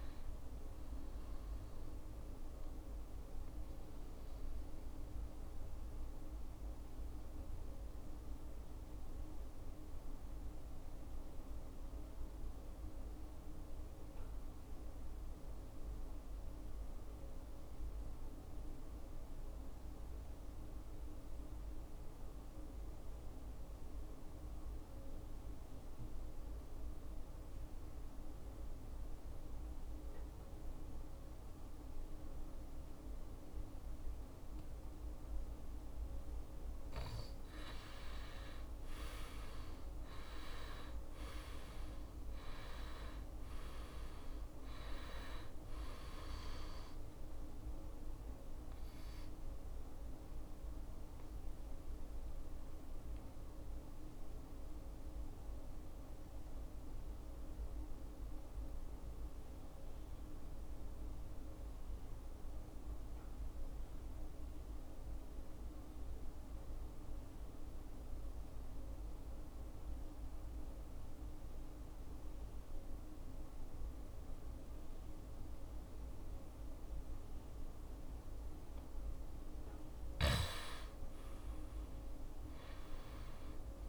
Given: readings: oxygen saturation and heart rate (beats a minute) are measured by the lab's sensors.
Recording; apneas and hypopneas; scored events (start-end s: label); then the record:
breathing in sleep, hard to hear, by a room microphone; 2
0.00-19.00 s: oxygen desaturation (device-marked, oxygen 84% lowest, heart rate 62 extreme)
2.50-34.50 s: mixed apnea (oxygen 98% before, 83% lowest, heart rate 71 before, 62 extreme, up 10 after)
34.00-67.00 s: oxygen desaturation (device-marked, oxygen 98% before, 83% lowest, heart rate 66 before, 62 extreme)
37.00-41.00 s: arousal
46.50-77.00 s: obstructive apnea (oxygen 99% before, 83% lowest, heart rate 68 before, 62 extreme, up 8 after)
80.00-83.89 s: arousal
80.00-83.89 s: oxygen desaturation (device-marked, oxygen 98% before, 84% lowest, heart rate 65 before, 63 extreme)
From the record:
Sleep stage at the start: N2 (light sleep); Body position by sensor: on the back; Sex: male